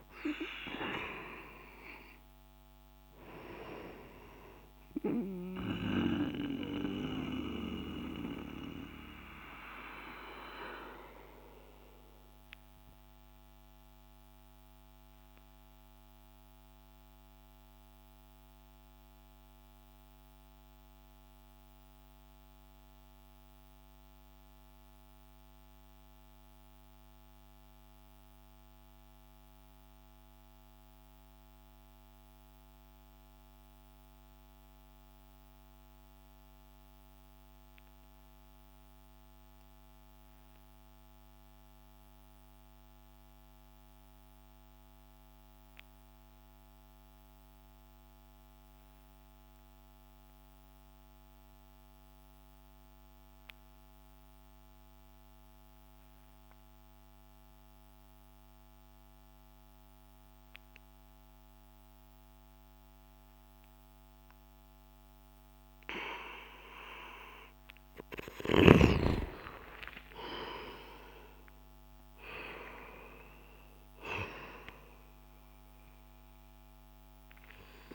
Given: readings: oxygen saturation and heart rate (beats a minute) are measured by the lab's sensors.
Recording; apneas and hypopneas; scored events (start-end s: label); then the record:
breathing in sleep by a microphone on the trachea; 1
0.00-25.50 s: oxygen desaturation (device-marked, oxygen 89% lowest)
5.50-64.50 s: mixed apnea (oxygen 97% before, 89% lowest)
56.50-77.95 s: oxygen desaturation (device-marked, oxygen 97% before, 89% lowest)
66.50-70.00 s: arousal
From the record:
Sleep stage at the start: N2 (light sleep); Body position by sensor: on the back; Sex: male